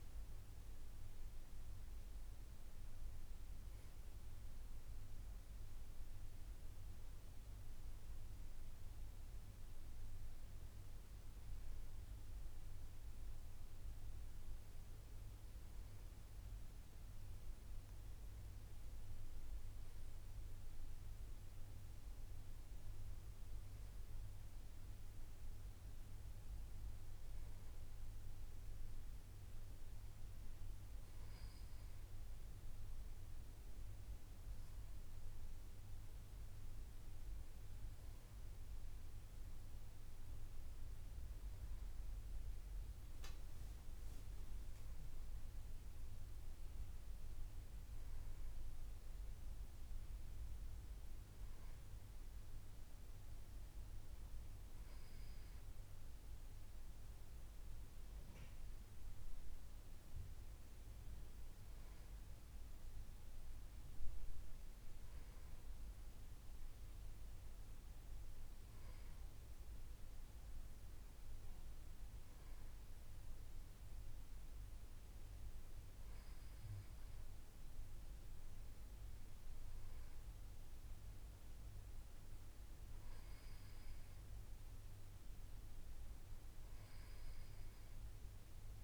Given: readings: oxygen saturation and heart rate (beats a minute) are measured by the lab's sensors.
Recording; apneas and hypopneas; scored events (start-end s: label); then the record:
breathing in sleep, hard to hear, by a room microphone; none
none scored
From the record:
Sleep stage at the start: N2 (light sleep); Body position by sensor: on the back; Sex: male